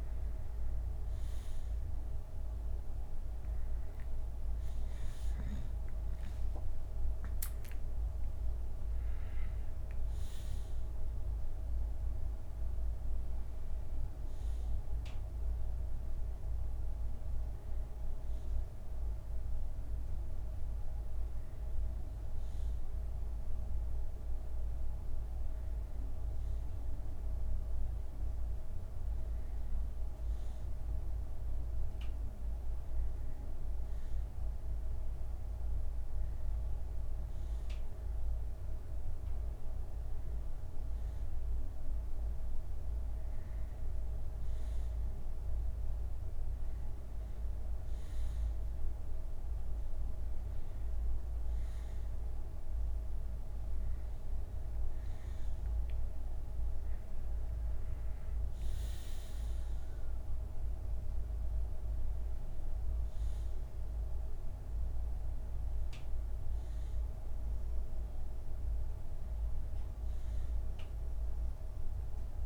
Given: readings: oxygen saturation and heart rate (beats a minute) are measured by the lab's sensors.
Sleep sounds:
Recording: breathing in sleep, hard to hear, by a room microphone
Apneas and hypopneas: none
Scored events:
0.50-5.00 s: arousal
5.50-8.50 s: bradycardia (device-marked, heart rate 68 before, 60 extreme)
53.50-55.50 s: bradycardia (device-marked, heart rate 68 before, 65 extreme)
56.50-60.00 s: arousal
57.50-59.50 s: bradycardia (device-marked, heart rate 68 before, 59 extreme)
From the record:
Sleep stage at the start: N2 (light sleep)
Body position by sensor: on the back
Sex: male

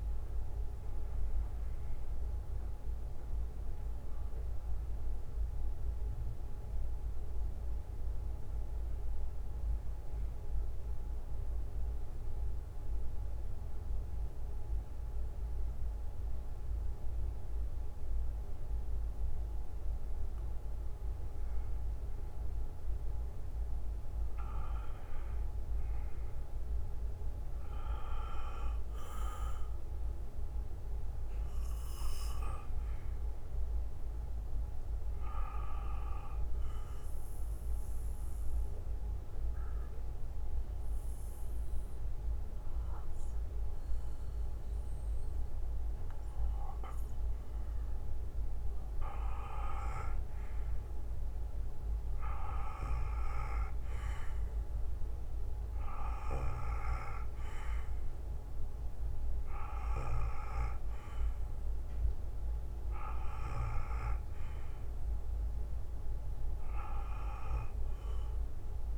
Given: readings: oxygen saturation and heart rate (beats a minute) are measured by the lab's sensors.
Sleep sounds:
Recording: breathing in sleep by a room microphone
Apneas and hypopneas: 2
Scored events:
0.00-19.50 s: oxygen desaturation (device-marked, oxygen 89% lowest, heart rate 47 extreme)
1.50-21.50 s: bradycardia (device-marked, heart rate 60 before, 47 extreme)
5.50-26.50 s: mixed apnea (oxygen 97% before, 89% lowest, heart rate 64 before, 51 extreme, up 14 after)
26.50-41.50 s: bradycardia (device-marked, heart rate 60 before, 57 extreme)
28.50-32.00 s: arousal
37.50-50.50 s: mixed apnea (oxygen 97% before, 90% lowest, heart rate 58 before, 55 extreme, up 1 after)
50.50-60.50 s: bradycardia (device-marked, heart rate 60 before, 57 extreme)
52.50-56.00 s: arousal
60.50-68.98 s: oxygen desaturation (device-marked, oxygen 95% before, 90% lowest, heart rate 59 before, 52 extreme)
66.50-68.98 s: bradycardia (device-marked, heart rate 60 before, 52 extreme)
From the record:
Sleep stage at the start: N2 (light sleep)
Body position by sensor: on the back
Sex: male

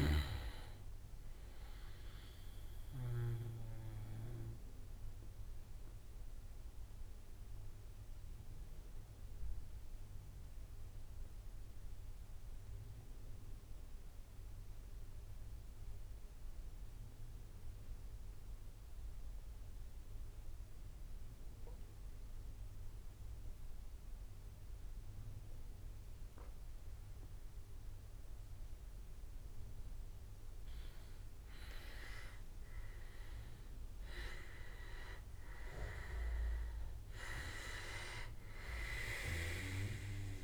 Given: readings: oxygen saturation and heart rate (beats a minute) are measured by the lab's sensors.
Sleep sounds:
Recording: breathing in sleep by a room microphone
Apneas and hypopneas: 1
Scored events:
0.00-2.50 s: snoring (device-marked)
3.00-27.50 s: obstructive apnea (oxygen 96% before, 88% lowest)
25.50-37.50 s: oxygen desaturation (device-marked, oxygen 99% before, 92% lowest)
29.50-33.50 s: arousal
37.50-40.44 s: drop in pulse transit time (device-marked)
From the record:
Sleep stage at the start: N2 (light sleep)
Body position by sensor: on the right side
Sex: male

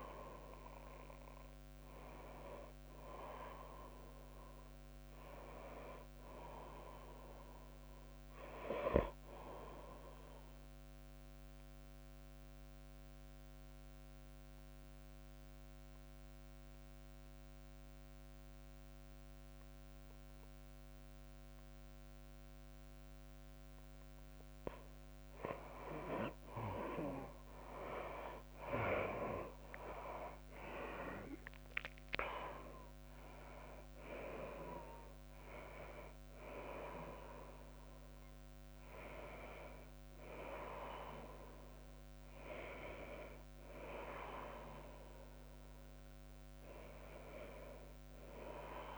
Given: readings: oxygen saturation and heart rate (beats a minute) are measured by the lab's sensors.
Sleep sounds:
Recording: breathing in sleep by a microphone on the trachea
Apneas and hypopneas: 1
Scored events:
0.00-2.00 s: drop in pulse transit time (device-marked, heart rate 100 extreme)
0.00-7.00 s: oxygen desaturation (device-marked, oxygen 66% lowest, heart rate 67 extreme)
0.00-13.00 s: tachycardia (device-marked, heart rate 107 extreme)
12.50-25.00 s: mixed apnea (oxygen 98% before, 80% lowest, heart rate 104 before, 94 extreme, up 8 after)
26.50-30.00 s: arousal
28.00-45.00 s: oxygen desaturation (device-marked, oxygen 96% before, 81% lowest, heart rate 99 before, 89 extreme)
29.00-42.00 s: tachycardia (device-marked, heart rate 98 before, 104 extreme)
47.00-48.98 s: arousal
From the record:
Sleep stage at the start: N2 (light sleep)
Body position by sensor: on the right side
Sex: female

